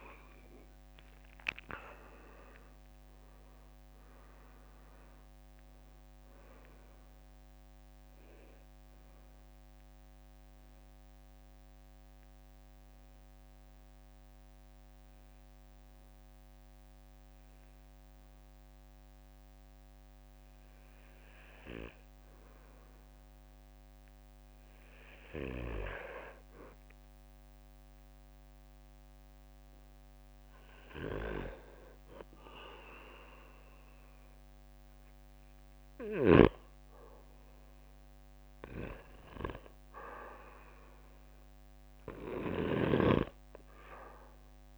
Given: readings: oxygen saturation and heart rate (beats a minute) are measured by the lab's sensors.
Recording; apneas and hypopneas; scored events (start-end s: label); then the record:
breathing in sleep by a microphone on the trachea; 1
0.00-3.00 s: arousal
0.00-12.00 s: drop in pulse transit time (device-marked, heart rate 58 extreme)
2.00-20.00 s: oxygen desaturation (device-marked, oxygen 97% before, 89% lowest, heart rate 64 before, 53 extreme)
11.00-24.00 s: hypopnea (oxygen 97% before, 89% lowest, heart rate 69 before, 54 extreme, up 11 after)
28.00-31.50 s: arousal
From the record:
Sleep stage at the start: N2 (light sleep); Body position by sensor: on the back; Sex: male